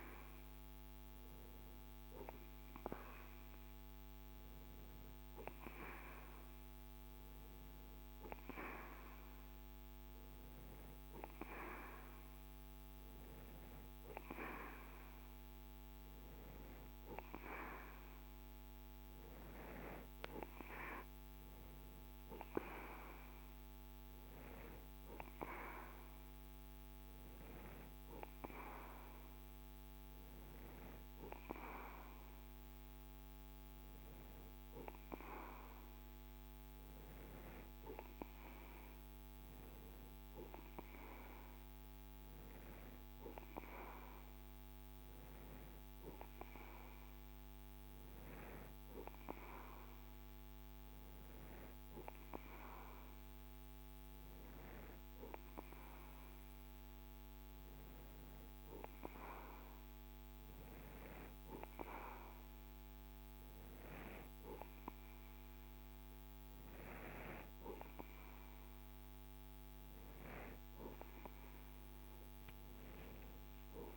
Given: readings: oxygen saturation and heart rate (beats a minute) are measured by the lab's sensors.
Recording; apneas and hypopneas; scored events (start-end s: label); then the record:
breathing in sleep by a microphone on the trachea; none
none scored
From the record:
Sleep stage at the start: N2 (light sleep); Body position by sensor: on the right side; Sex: male